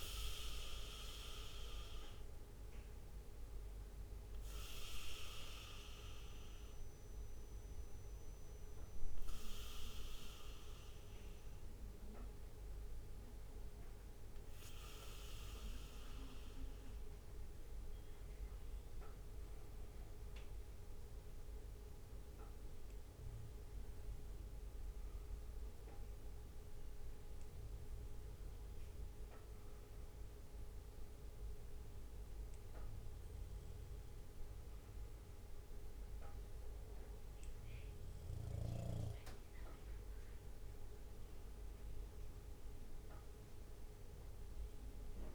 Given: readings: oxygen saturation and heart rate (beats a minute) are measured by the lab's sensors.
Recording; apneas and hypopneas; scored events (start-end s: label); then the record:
breathing in sleep by a room microphone; 1
0.00-38.50 s: bradycardia (device-marked, heart rate 56 extreme)
2.00-35.00 s: hypopnea (oxygen 97% before, 95% lowest, heart rate 59 before, 57 extreme, up 2 after)
41.50-45.35 s: arousal
From the record:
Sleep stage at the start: N2 (light sleep); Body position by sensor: on the back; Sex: male